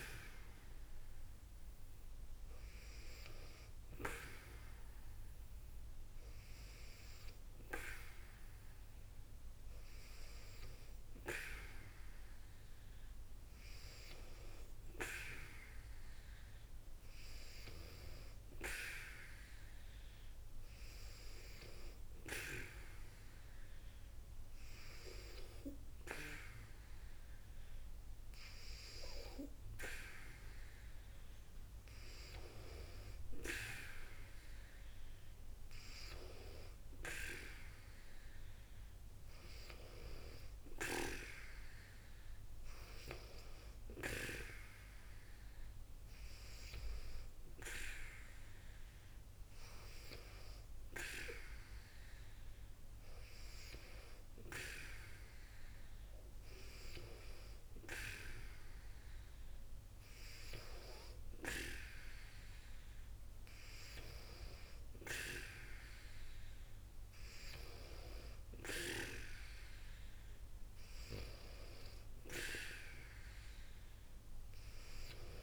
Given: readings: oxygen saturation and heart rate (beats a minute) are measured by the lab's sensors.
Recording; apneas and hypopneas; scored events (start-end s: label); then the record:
breathing in sleep by a room microphone; none
none scored
From the record:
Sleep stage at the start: N2 (light sleep); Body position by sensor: on the back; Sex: female